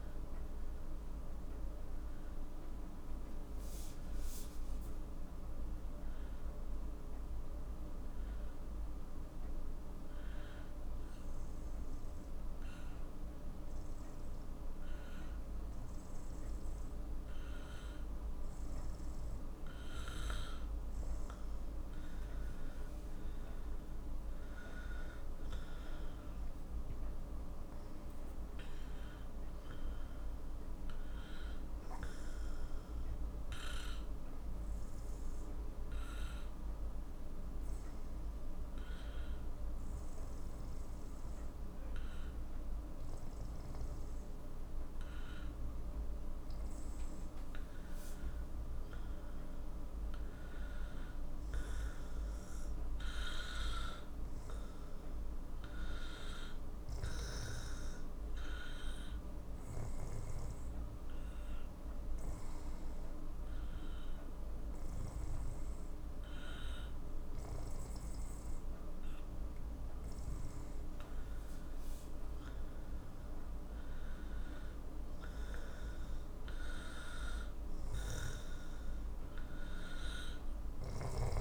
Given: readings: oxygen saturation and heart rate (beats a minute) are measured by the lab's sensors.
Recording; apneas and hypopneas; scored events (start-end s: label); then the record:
breathing in sleep, hard to hear, by a room microphone; 3
11.50-22.50 s: obstructive apnea (oxygen 97% before, 91% lowest, heart rate 70 before, 45 extreme, up 12 after)
22.00-40.00 s: oxygen desaturation (device-marked, oxygen 96% before, 91% lowest, heart rate 55 before, 45 extreme)
24.50-28.50 s: arousal
34.00-47.50 s: obstructive apnea (oxygen 96% before, 91% lowest, heart rate 57 before, 47 extreme, up 12 after)
49.00-52.50 s: arousal
59.50-72.50 s: hypopnea (oxygen 96% before, 91% lowest, heart rate 52 before, 51 extreme, up 7 after)
75.00-79.50 s: arousal
From the record:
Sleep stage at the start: N2 (light sleep); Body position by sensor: on the back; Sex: male